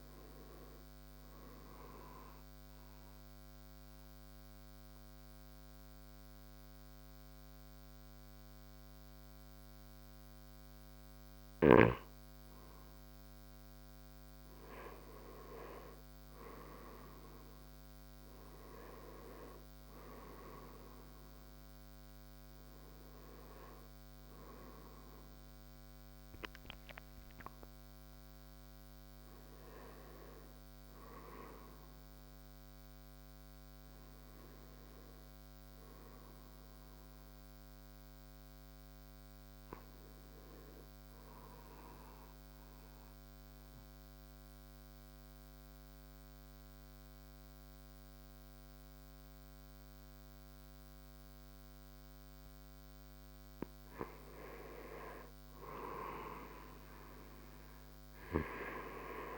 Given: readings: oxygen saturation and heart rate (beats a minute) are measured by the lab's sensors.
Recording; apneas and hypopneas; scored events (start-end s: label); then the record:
breathing in sleep by a microphone on the trachea; 2
0.00-1.00 s: arousal
0.00-3.00 s: drop in pulse transit time (device-marked, heart rate 73 extreme)
3.00-13.00 s: obstructive apnea (oxygen 96% before, 90% lowest, heart rate 75 before, 66 extreme, up 8 after)
15.50-20.00 s: arousal
17.00-47.00 s: new sleep stage, N1 (lightest sleep)
19.00-33.00 s: drop in pulse transit time (device-marked, heart rate 71 before, 74 extreme)
22.00-35.00 s: oxygen desaturation (device-marked, oxygen 96% before, 91% lowest, heart rate 71 before, 69 extreme)
42.00-53.50 s: mixed apnea (oxygen 96% before, 90% lowest, heart rate 77 before, 68 extreme, up 4 after)
47.00-59.38 s: new sleep stage, N2 (light sleep)
55.00-58.50 s: arousal
From the record:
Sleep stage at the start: N2 (light sleep); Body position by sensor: on the right side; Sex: male